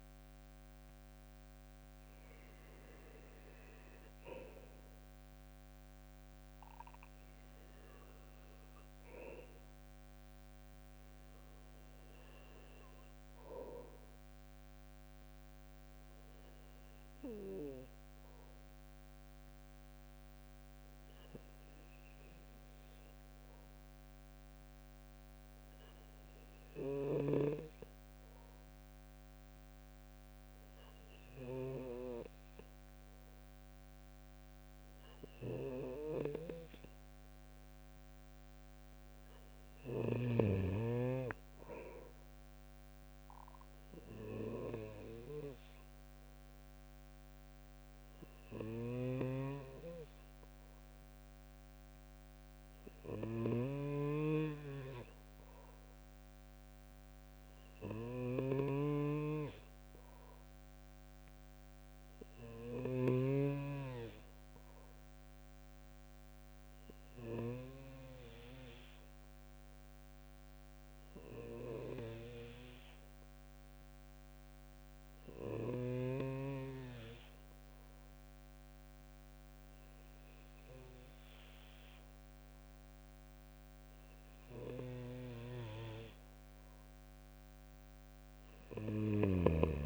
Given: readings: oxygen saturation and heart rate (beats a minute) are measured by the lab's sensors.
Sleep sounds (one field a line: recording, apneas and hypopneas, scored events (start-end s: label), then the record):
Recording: breathing in sleep by a microphone on the trachea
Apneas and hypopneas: 1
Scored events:
1.00-19.00 s: oxygen desaturation (device-marked, oxygen 93% before, 86% lowest, heart rate 73 before, 67 extreme)
6.00-89.86 s: new sleep stage, REM sleep
17.00-85.50 s: obstructive apnea (oxygen 95% before, 91% lowest, heart rate 68 before, 66 extreme, up 2 after)
88.00-89.86 s: arousal
From the record:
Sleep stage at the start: N2 (light sleep)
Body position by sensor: on the right side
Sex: male